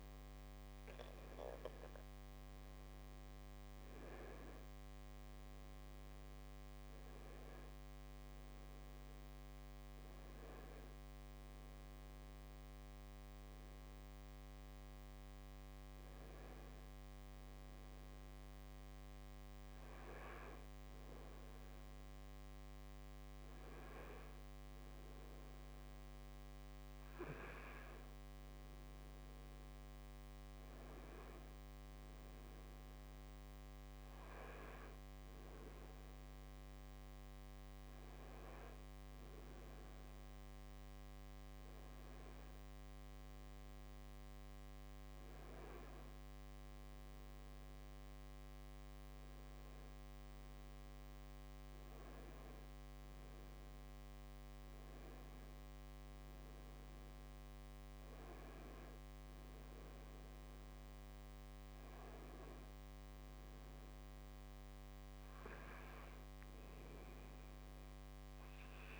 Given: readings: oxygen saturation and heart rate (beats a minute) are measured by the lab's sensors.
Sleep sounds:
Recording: a person partly awake in a sleep study, hard to hear, by a microphone on the trachea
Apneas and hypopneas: none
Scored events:
50.00-69.00 s: new sleep stage, awake
From the record:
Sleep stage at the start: N2 (light sleep)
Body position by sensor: on the back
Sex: male

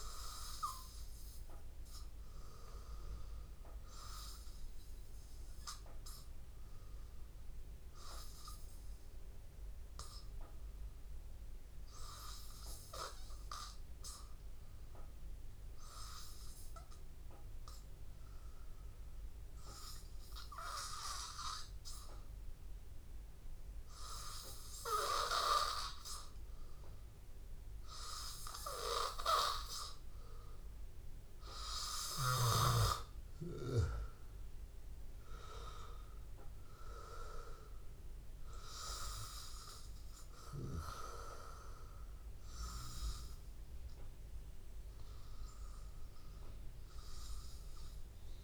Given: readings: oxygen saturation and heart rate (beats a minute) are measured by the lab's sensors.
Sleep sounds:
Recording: breathing in sleep by a room microphone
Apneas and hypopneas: 1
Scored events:
0.00-1.50 s: oxygen desaturation (device-marked, oxygen 93% lowest, heart rate 82 extreme)
6.50-21.50 s: hypopnea (oxygen 97% before, 92% lowest, heart rate 84 before, 84 extreme, up 1 after)
20.50-48.44 s: oxygen desaturation (device-marked, oxygen 96% before, 92% lowest, heart rate 84 before, 83 extreme)
24.00-28.50 s: arousal
From the record:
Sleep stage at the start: N2 (light sleep)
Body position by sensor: on the back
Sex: male

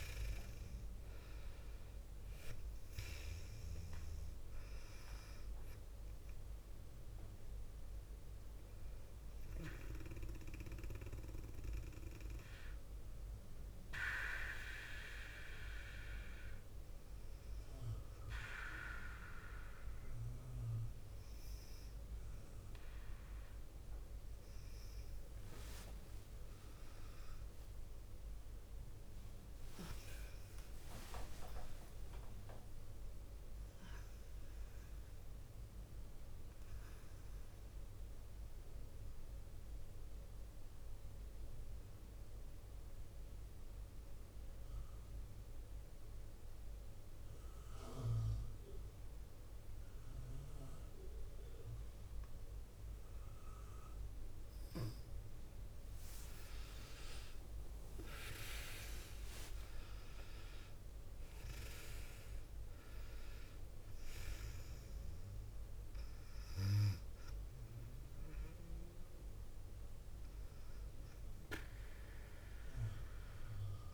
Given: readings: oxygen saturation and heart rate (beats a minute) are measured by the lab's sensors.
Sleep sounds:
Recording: breathing in sleep by a room microphone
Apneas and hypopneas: 1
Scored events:
0.00-23.50 s: oxygen desaturation (device-marked, oxygen 93% lowest, heart rate 47 extreme)
25.00-29.00 s: arousal
38.00-53.50 s: obstructive apnea (oxygen 100% before, 94% lowest, heart rate 56 before, 46 extreme, up 10 after)
55.50-59.00 s: arousal
58.50-73.94 s: oxygen desaturation (device-marked, oxygen 99% before, 95% lowest, heart rate 51 before, 45 extreme)
From the record:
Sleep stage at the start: N2 (light sleep)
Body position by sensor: on the left side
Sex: female

